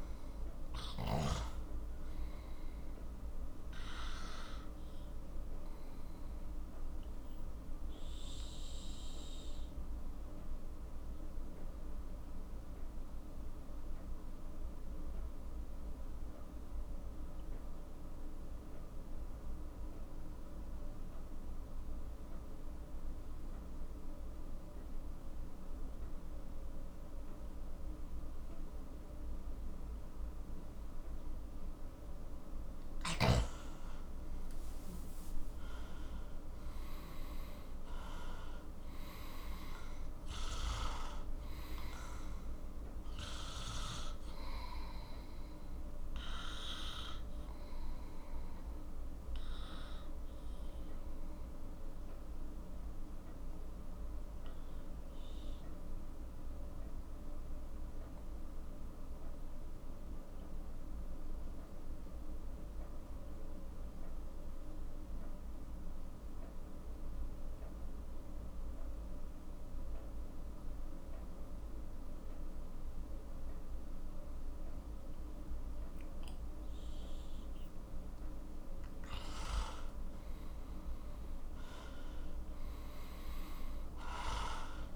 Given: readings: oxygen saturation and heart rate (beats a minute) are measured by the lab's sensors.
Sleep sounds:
breathing in sleep by a room microphone; 2
0.00-1.00 s: snoring (device-marked)
0.00-9.00 s: oxygen desaturation (device-marked, oxygen 92% lowest, heart rate 40 extreme)
5.00-32.00 s: obstructive apnea (oxygen 97% before, 91% lowest, heart rate 51 before, 40 extreme, up 14 after)
34.00-38.00 s: arousal
35.00-61.00 s: oxygen desaturation (device-marked, oxygen 98% before, 91% lowest, heart rate 46 before, 41 extreme)
46.50-78.50 s: obstructive apnea (oxygen 98% before, 90% lowest, heart rate 54 before, 41 extreme, up 13 after)
77.00-84.96 s: oxygen desaturation (device-marked, oxygen 97% before, 90% lowest, heart rate 44 before, 40 extreme)
80.50-84.96 s: arousal
From the record:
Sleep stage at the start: N2 (light sleep); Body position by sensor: on the left side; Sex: male

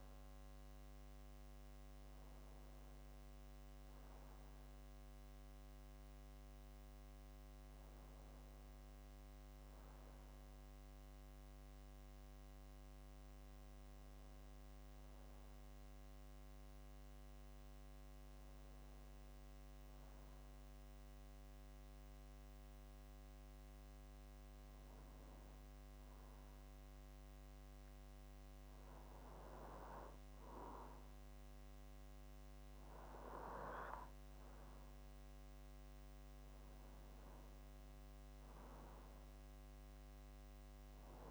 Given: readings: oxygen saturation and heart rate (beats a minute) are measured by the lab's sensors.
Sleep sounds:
breathing in sleep, hard to hear, by a microphone on the trachea; 1
16.00-27.50 s: hypopnea (oxygen 96% before, 93% lowest)
31.00-34.50 s: arousal
From the record:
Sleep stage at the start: N2 (light sleep); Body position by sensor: on the back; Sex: male

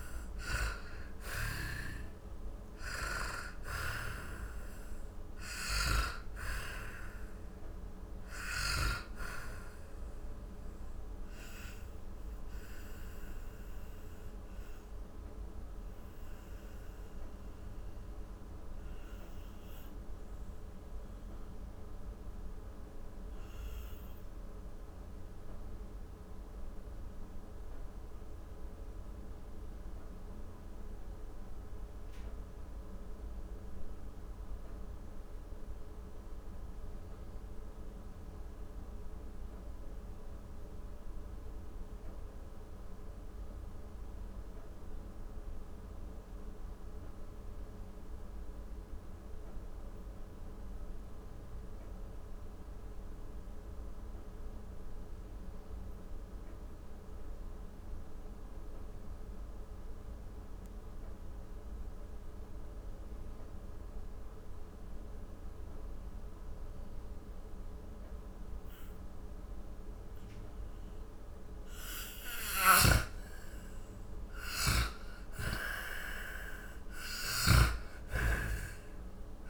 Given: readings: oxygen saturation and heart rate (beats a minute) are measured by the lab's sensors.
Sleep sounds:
breathing in sleep by a room microphone; 1
0.00-4.00 s: snoring (device-marked)
0.00-34.50 s: oxygen desaturation (device-marked, oxygen 83% lowest, heart rate 43 extreme)
12.00-72.00 s: mixed apnea (oxygen 97% before, 80% lowest, heart rate 64 before, 43 extreme, up 23 after)
62.50-79.50 s: oxygen desaturation (device-marked, oxygen 98% before, 80% lowest, heart rate 51 before, 44 extreme)
72.50-77.50 s: snoring (device-marked)
73.50-79.50 s: arousal
From the record:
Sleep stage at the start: N2 (light sleep); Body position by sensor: on the back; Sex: male

